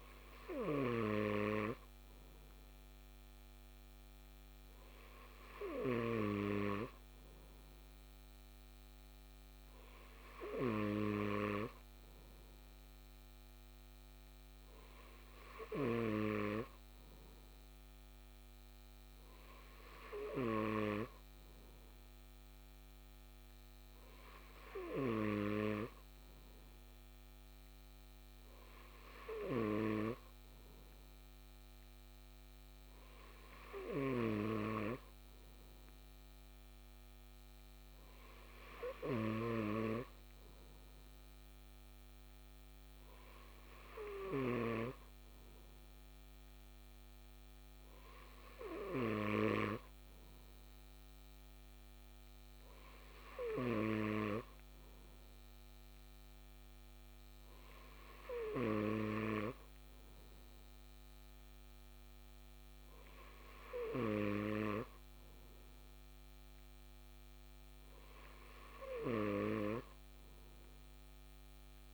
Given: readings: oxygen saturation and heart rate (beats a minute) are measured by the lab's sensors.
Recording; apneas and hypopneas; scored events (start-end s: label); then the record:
breathing in sleep by a microphone on the trachea; none
none scored
From the record:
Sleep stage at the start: N2 (light sleep); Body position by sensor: on the left side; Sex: male